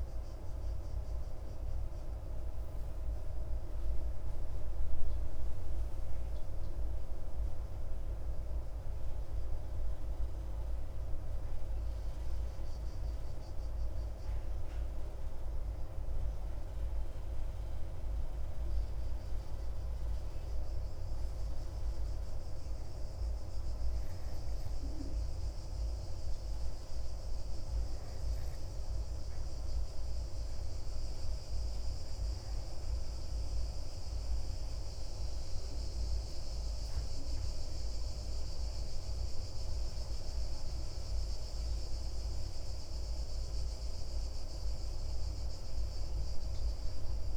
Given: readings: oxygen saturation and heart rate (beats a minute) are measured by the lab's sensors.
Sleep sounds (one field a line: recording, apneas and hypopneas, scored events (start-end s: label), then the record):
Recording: breathing in sleep, hard to hear, by a room microphone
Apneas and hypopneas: none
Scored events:
none scored
From the record:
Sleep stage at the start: N1 (lightest sleep)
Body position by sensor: on the back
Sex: male